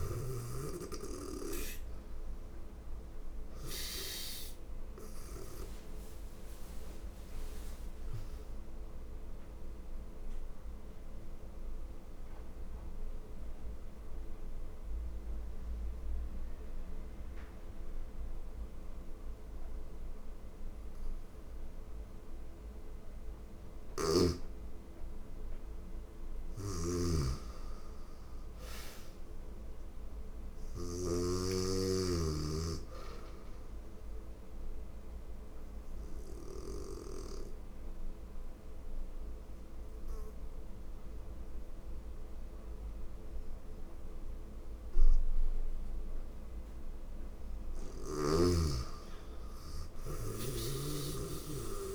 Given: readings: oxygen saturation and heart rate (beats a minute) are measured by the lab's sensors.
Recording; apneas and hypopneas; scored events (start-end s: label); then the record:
breathing in sleep by a room microphone; 2
0.00-5.00 s: snoring (device-marked)
6.50-23.50 s: oxygen desaturation (device-marked, oxygen 97% before, 86% lowest, heart rate 82 before, 81 extreme)
8.00-23.00 s: mixed apnea (oxygen 97% before, 86% lowest, heart rate 83 before, 81 extreme, up 1 after)
23.00-30.50 s: snoring (device-marked)
25.00-28.00 s: arousal
32.50-48.50 s: oxygen desaturation (device-marked, oxygen 99% before, 88% lowest, heart rate 82 before, 81 extreme)
33.50-47.00 s: obstructive apnea (oxygen 99% before, 88% lowest, heart rate 82 before, 81 extreme, up 3 after)
48.50-51.95 s: arousal
From the record:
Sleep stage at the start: N2 (light sleep); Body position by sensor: on the right side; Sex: female